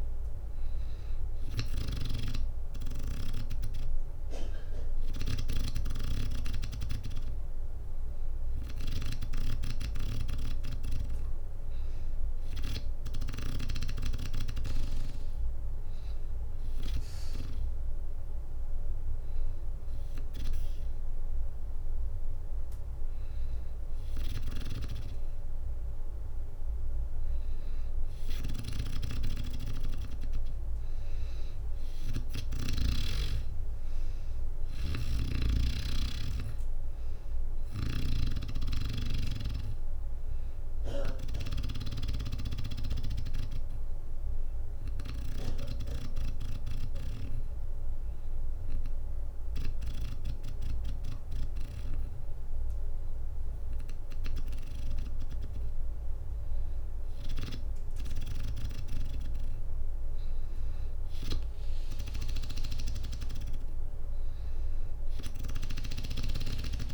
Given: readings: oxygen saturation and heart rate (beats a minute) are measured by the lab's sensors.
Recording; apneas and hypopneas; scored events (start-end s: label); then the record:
breathing in sleep by a room microphone; 1
1.00-13.50 s: snoring (device-marked)
32.00-35.50 s: arousal
33.00-46.00 s: drop in pulse transit time (device-marked, heart rate 62 before, 62 extreme)
34.00-41.00 s: snoring (device-marked)
44.00-55.50 s: hypopnea (oxygen 97% before, 94% lowest, heart rate 65 before, 60 extreme, up 2 after)
57.00-59.50 s: arousal
63.00-66.94 s: oxygen desaturation (device-marked, oxygen 97% before, 94% lowest, heart rate 61 before, 62 extreme)
65.00-66.94 s: snoring (device-marked)
From the record:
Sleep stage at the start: N2 (light sleep); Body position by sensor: on the back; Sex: female